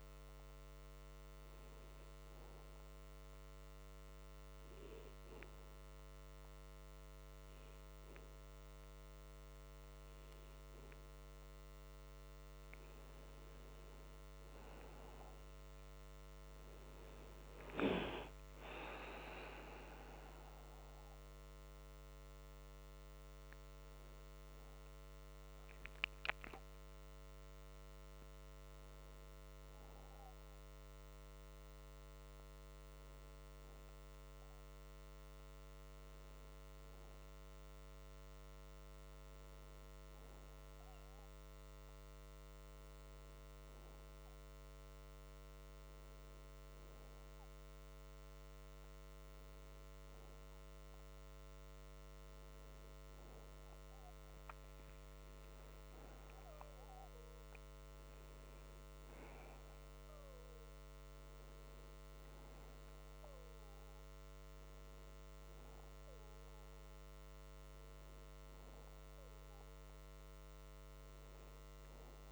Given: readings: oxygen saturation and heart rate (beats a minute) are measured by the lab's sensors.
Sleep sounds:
breathing in sleep by a microphone on the trachea; 1
0.00-10.00 s: oxygen desaturation (device-marked, oxygen 92% lowest)
2.00-13.50 s: obstructive apnea (oxygen 96% before, 92% lowest)
17.00-20.50 s: arousal
From the record:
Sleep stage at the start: N2 (light sleep); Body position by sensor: on the back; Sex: male

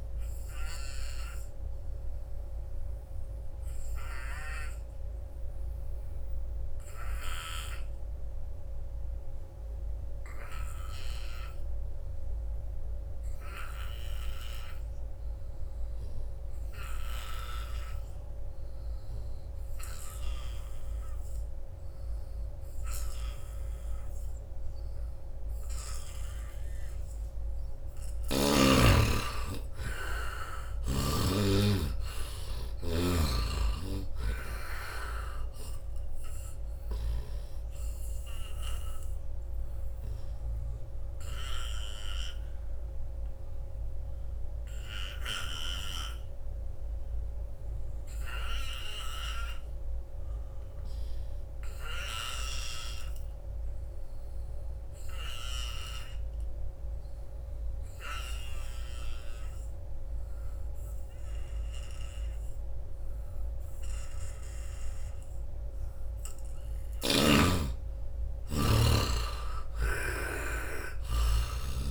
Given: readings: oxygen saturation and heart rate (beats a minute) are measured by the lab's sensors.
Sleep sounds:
breathing in sleep by a room microphone; 2
0.00-15.50 s: oxygen desaturation (device-marked, oxygen 75% lowest, heart rate 74 extreme)
0.50-27.00 s: obstructive apnea (oxygen 98% before, 74% lowest, heart rate 79 before, 75 extreme, up 11 after)
17.50-46.50 s: oxygen desaturation (device-marked, oxygen 98% before, 74% lowest, heart rate 85 before, 67 extreme)
28.50-32.50 s: arousal
33.00-37.00 s: snoring (device-marked)
37.00-65.50 s: obstructive apnea (oxygen 98% before, 74% lowest, heart rate 79 before, 67 extreme, up 9 after)
62.50-71.91 s: oxygen desaturation (device-marked, oxygen 97% before, 76% lowest, heart rate 81 before, 68 extreme)
66.50-70.00 s: snoring (device-marked)
67.00-70.00 s: arousal
From the record:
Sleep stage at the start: N2 (light sleep); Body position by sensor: on the front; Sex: male

